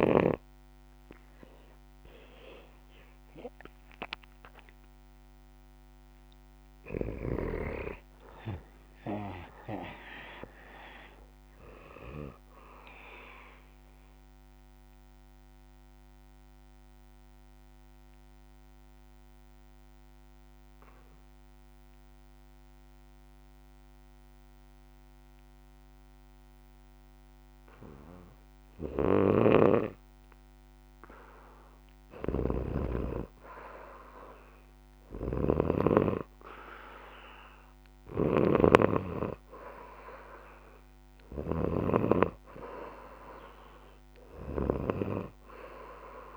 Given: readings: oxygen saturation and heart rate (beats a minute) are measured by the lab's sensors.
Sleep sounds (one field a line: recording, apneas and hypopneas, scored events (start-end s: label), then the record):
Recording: breathing in sleep by a microphone on the trachea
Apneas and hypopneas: 1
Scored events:
14.00-29.50 s: obstructive apnea (oxygen 95% before, 92% lowest, heart rate 69 before, 62 extreme, up 4 after)
29.00-42.00 s: snoring (device-marked)
32.50-35.50 s: arousal
35.00-46.37 s: oxygen desaturation (device-marked, oxygen 97% before, 92% lowest, heart rate 64 before, 63 extreme)
From the record:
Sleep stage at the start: N2 (light sleep)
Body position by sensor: on the back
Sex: male